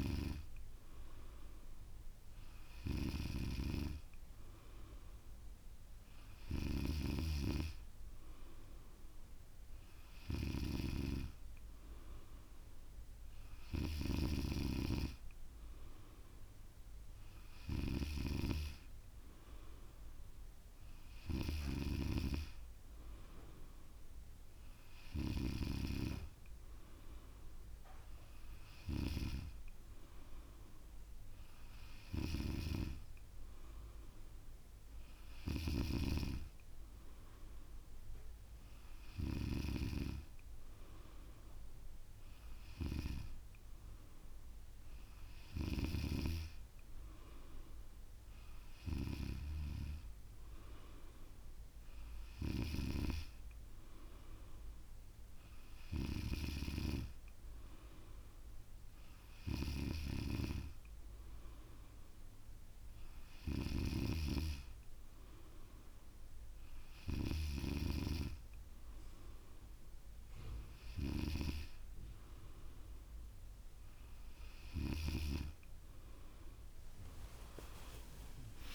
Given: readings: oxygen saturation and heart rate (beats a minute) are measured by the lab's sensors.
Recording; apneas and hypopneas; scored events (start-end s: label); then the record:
breathing in sleep by a room microphone; none
none scored
From the record:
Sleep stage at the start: N3 (deep sleep); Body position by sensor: on the back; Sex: female